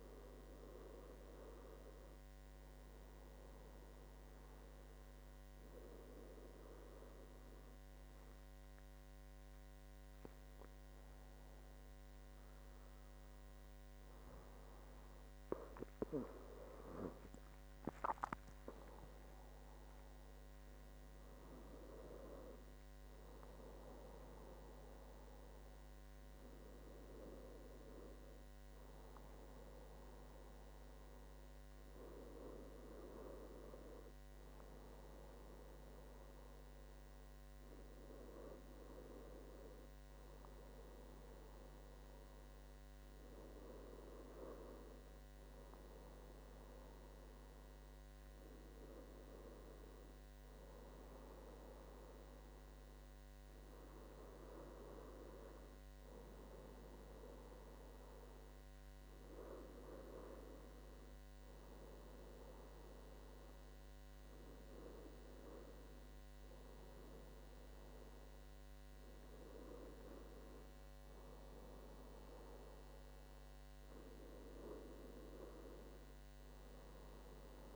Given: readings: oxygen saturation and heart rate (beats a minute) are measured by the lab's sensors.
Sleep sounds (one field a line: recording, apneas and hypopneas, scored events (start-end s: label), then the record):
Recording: breathing in sleep by a microphone on the trachea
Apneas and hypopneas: none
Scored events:
16.00-20.00 s: arousal
From the record:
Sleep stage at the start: N1 (lightest sleep)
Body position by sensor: on the back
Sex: male